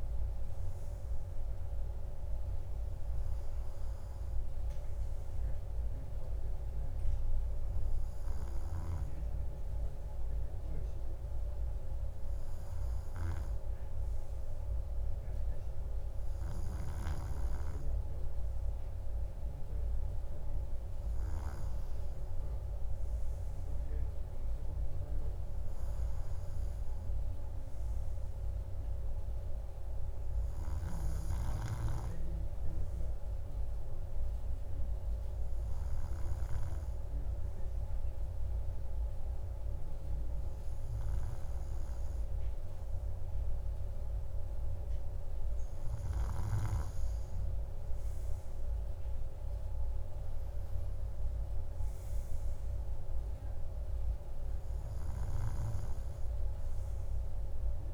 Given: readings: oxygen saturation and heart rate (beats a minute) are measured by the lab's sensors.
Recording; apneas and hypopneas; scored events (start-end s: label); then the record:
breathing in sleep, hard to hear, by a room microphone; none
none scored
From the record:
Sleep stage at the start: N2 (light sleep); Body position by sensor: on the right side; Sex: male